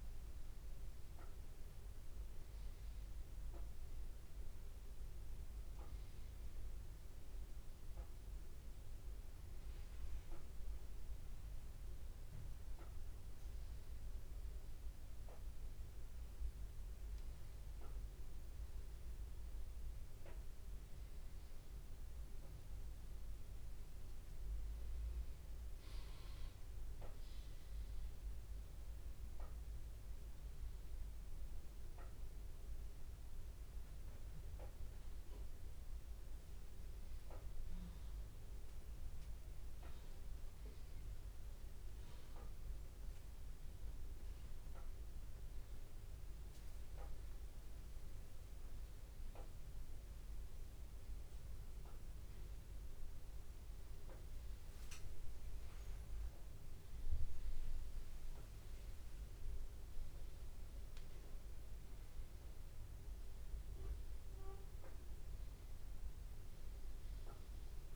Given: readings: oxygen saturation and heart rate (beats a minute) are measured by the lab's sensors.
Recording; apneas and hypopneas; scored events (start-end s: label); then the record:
breathing in sleep, hard to hear, by a room microphone; none
1.00-3.00 s: long interval between heartbeats (device-marked, heart rate 100 before, 100 extreme)
10.00-12.00 s: long interval between heartbeats (device-marked, heart rate 100 before, 110 extreme)
44.50-46.50 s: long interval between heartbeats (device-marked, heart rate 100 before, 99 extreme)
48.00-50.00 s: long interval between heartbeats (device-marked, heart rate 100 before, 98 extreme)
54.00-60.00 s: bradycardia (device-marked)
60.00-62.00 s: long interval between heartbeats (device-marked, heart rate 87 before, 33 extreme)
63.00-65.00 s: long interval between heartbeats (device-marked, heart rate 77 before, 99 extreme)
From the record:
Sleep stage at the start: N2 (light sleep); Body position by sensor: upright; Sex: male